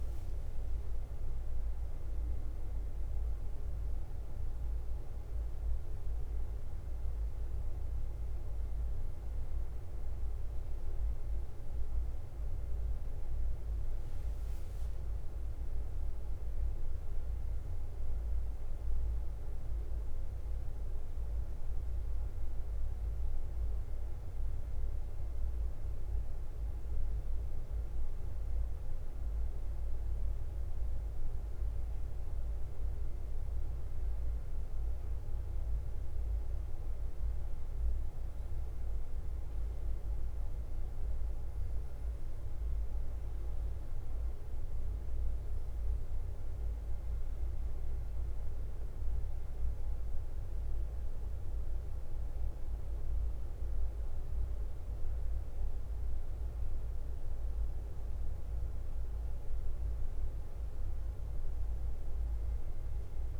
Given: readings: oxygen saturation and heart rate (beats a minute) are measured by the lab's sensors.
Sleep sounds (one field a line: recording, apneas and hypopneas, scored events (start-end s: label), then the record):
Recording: breathing in sleep, hard to hear, by a room microphone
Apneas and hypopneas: 1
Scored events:
0.00-1.50 s: long interval between heartbeats (device-marked, heart rate 54 extreme)
0.00-63.40 s: bradycardia (device-marked, heart rate 45 extreme)
28.00-38.00 s: obstructive apnea (oxygen 97% before, 94% lowest, heart rate 51 before, 49 extreme, up 1 after)
39.50-43.50 s: arousal
From the record:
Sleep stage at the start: N2 (light sleep)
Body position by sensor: on the back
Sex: male